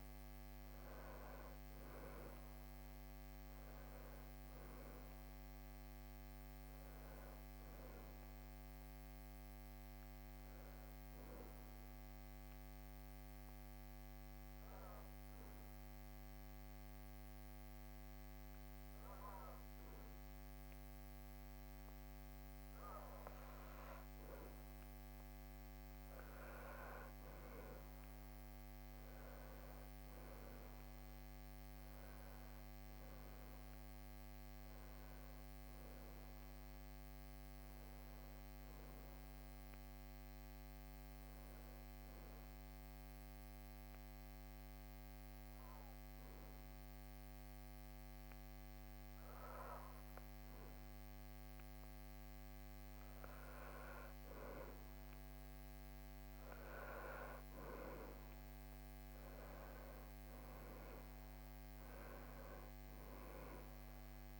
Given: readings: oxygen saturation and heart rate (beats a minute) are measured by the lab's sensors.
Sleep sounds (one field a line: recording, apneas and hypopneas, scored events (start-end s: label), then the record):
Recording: breathing in sleep by a microphone on the trachea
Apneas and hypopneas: 2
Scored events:
12.50-24.50 s: obstructive apnea (oxygen 98% before, 95% lowest, heart rate 65 before, 63 extreme, up 2 after)
27.00-31.50 s: arousal
42.00-52.00 s: obstructive apnea (oxygen 98% before, 95% lowest, heart rate 65 before, 63 extreme, up 3 after)
57.00-62.00 s: arousal
From the record:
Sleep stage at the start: N2 (light sleep)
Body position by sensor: on the back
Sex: male